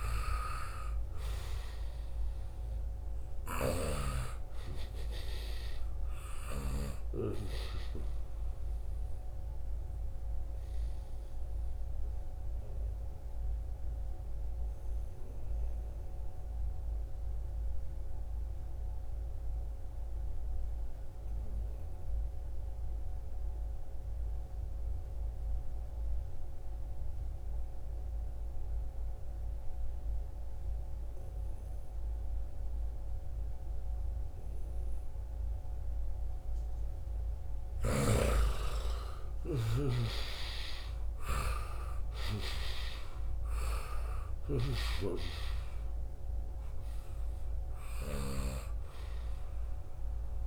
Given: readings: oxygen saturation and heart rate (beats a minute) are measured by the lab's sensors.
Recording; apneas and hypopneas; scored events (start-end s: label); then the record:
breathing in sleep by a room microphone; 1
0.00-2.50 s: arousal
2.50-6.50 s: snoring (device-marked)
6.00-18.00 s: oxygen desaturation (device-marked, oxygen 95% before, 91% lowest, heart rate 70 before, 65 extreme)
8.50-35.50 s: obstructive apnea (oxygen 95% before, 88% lowest, heart rate 71 before, 65 extreme, up 14 after)
30.00-50.47 s: oxygen desaturation (device-marked, oxygen 95% before, 88% lowest, heart rate 72 before, 67 extreme)
35.50-37.50 s: long interval between heartbeats (device-marked, heart rate 69 before, 74 extreme)
37.00-47.50 s: snoring (device-marked)
37.50-42.00 s: arousal
From the record:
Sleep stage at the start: N2 (light sleep); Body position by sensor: on the right side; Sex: male